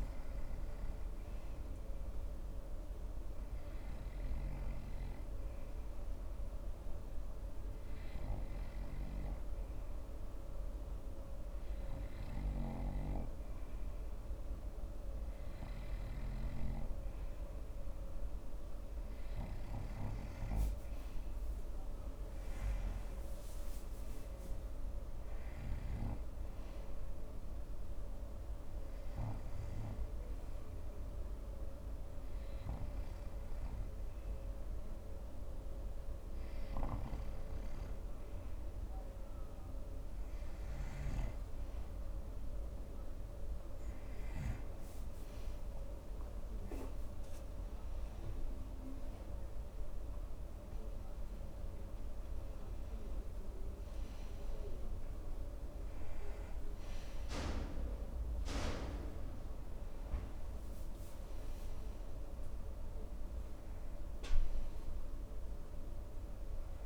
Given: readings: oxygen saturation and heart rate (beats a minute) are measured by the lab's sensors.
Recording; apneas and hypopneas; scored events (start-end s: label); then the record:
breathing in sleep, hard to hear, by a room microphone; none
13.00-17.00 s: snoring (device-marked)
From the record:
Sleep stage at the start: N2 (light sleep); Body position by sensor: on the front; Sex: male